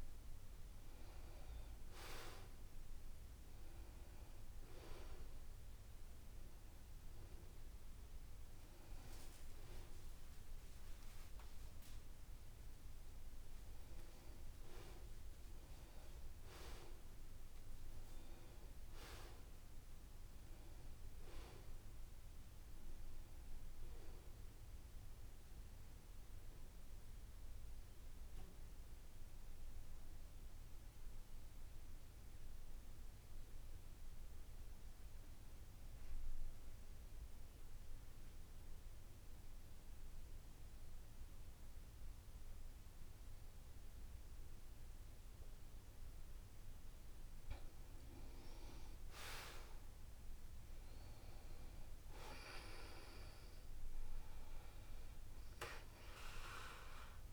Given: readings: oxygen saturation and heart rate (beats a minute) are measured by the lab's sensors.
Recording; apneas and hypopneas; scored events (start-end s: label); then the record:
breathing in sleep by a room microphone; 1
0.00-16.50 s: oxygen desaturation (device-marked, oxygen 84% lowest, heart rate 67 extreme)
9.00-11.00 s: long interval between heartbeats (device-marked, heart rate 75 before, 83 extreme)
12.50-14.50 s: long interval between heartbeats (device-marked, heart rate 78 before, 99 extreme)
20.50-24.50 s: arousal
27.00-46.50 s: mixed apnea (oxygen 97% before, 82% lowest, heart rate 82 before, 67 extreme, up 5 after)
35.50-57.33 s: oxygen desaturation (device-marked, oxygen 96% before, 86% lowest, heart rate 73 before, 68 extreme)
48.50-52.00 s: arousal
From the record:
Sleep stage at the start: N2 (light sleep); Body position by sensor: on the back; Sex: male